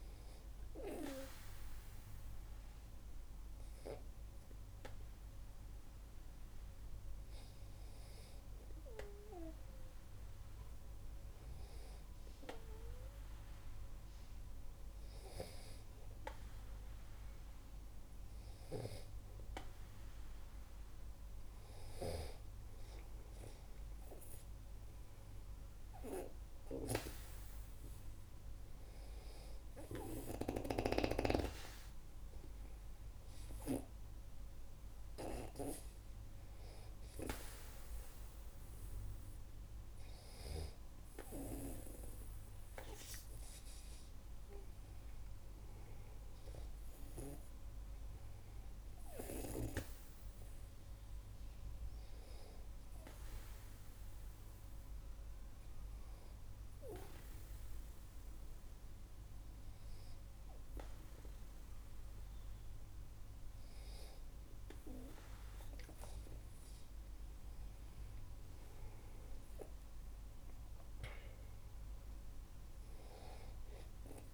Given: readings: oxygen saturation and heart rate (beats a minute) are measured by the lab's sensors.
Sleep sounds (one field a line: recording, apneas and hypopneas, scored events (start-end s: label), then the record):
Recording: breathing in sleep by a room microphone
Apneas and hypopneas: 2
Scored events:
2.00-13.50 s: hypopnea (oxygen 97% before, 96% lowest, heart rate 52 before, 46 extreme, up 9 after)
16.50-19.00 s: arousal
44.00-47.50 s: arousal
56.50-66.50 s: hypopnea (oxygen 97% before, 95% lowest, heart rate 55 before, 37 extreme, up 31 after)
68.00-72.00 s: arousal
From the record:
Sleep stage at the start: N2 (light sleep)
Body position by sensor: on the back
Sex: male